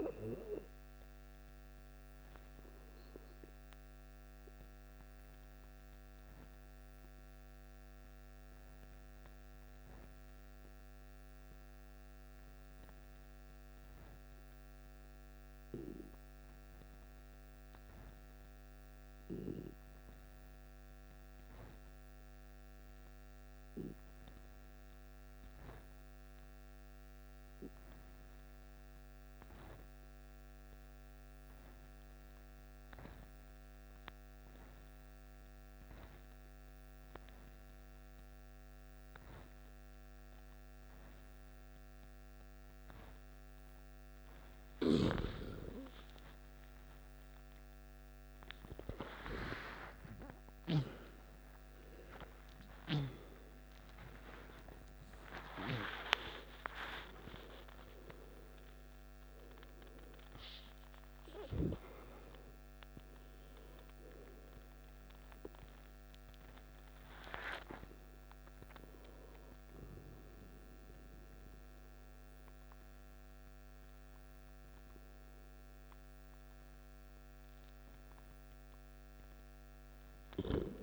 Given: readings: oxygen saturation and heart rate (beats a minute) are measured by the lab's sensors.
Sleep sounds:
breathing in sleep by a microphone on the trachea; 1
0.00-18.50 s: oxygen desaturation (device-marked, oxygen 90% lowest, heart rate 52 extreme)
4.50-43.50 s: obstructive apnea (oxygen 97% before, 89% lowest, heart rate 64 before, 52 extreme, up 13 after)
34.50-76.50 s: oxygen desaturation (device-marked, oxygen 98% before, 89% lowest, heart rate 53 before, 53 extreme)
48.50-53.00 s: arousal
78.50-80.83 s: arousal
From the record:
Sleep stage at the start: N2 (light sleep); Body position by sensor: on the back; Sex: male

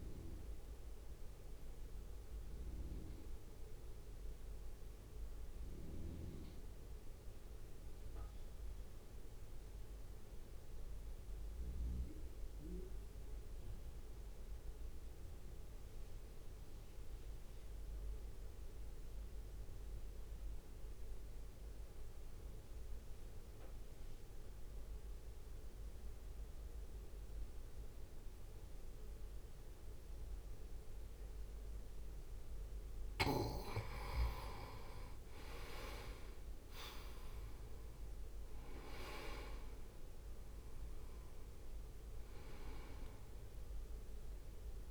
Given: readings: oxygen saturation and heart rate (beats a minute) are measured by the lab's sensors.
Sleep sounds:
breathing in sleep by a room microphone; 1
0.00-1.50 s: drop in pulse transit time (device-marked, heart rate 58 extreme)
0.00-13.50 s: oxygen desaturation (device-marked, oxygen 90% lowest, heart rate 57 extreme)
0.50-32.00 s: mixed apnea (oxygen 97% before, 85% lowest, heart rate 63 before, 53 extreme, up 3 after)
26.50-44.91 s: oxygen desaturation (device-marked, oxygen 98% before, 85% lowest, heart rate 63 before, 53 extreme)
37.50-42.00 s: arousal
39.50-44.91 s: drop in pulse transit time (device-marked, heart rate 64 before, 53 extreme)
From the record:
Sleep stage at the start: N2 (light sleep); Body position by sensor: on the right side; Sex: male

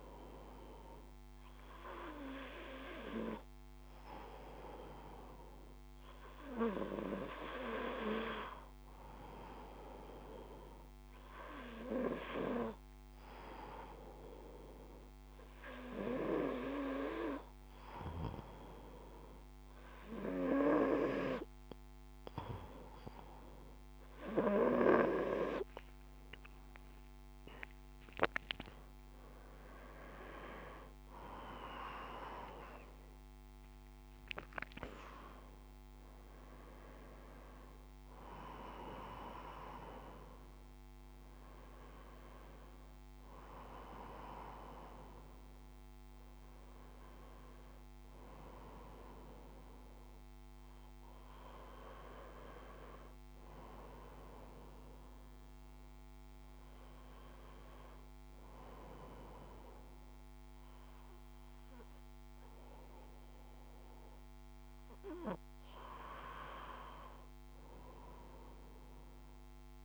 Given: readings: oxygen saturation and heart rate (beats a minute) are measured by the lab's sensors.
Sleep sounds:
breathing in sleep by a microphone on the trachea; none
27.00-32.00 s: arousal
From the record:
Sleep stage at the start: N2 (light sleep); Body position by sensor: on the front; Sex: male

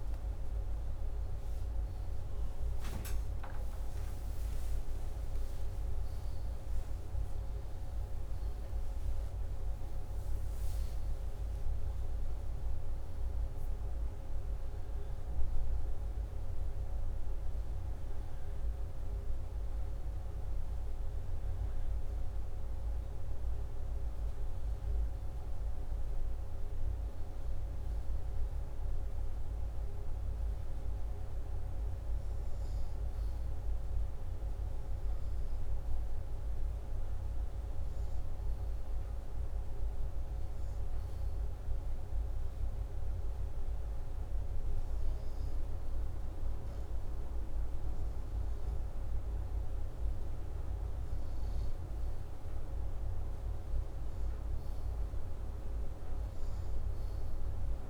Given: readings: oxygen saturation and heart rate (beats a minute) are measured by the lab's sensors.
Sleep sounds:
breathing in sleep, hard to hear, by a room microphone; none
4.00-10.00 s: arousal
From the record:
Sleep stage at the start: N2 (light sleep); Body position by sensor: upright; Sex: male

